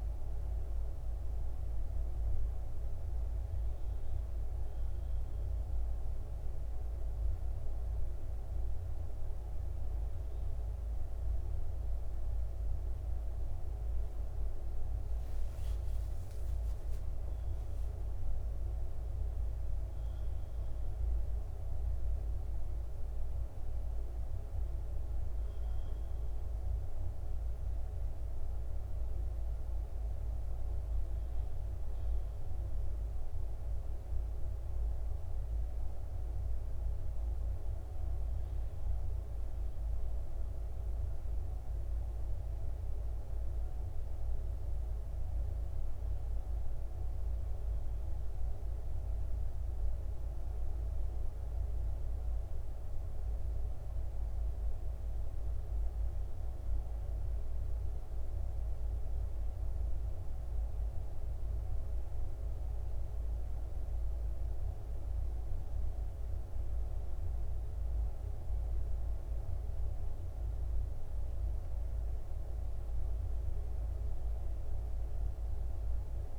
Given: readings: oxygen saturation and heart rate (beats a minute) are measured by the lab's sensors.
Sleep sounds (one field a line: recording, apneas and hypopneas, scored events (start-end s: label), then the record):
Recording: breathing in sleep, hard to hear, by a room microphone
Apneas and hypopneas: none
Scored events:
none scored
From the record:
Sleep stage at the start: N2 (light sleep)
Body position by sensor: on the back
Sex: male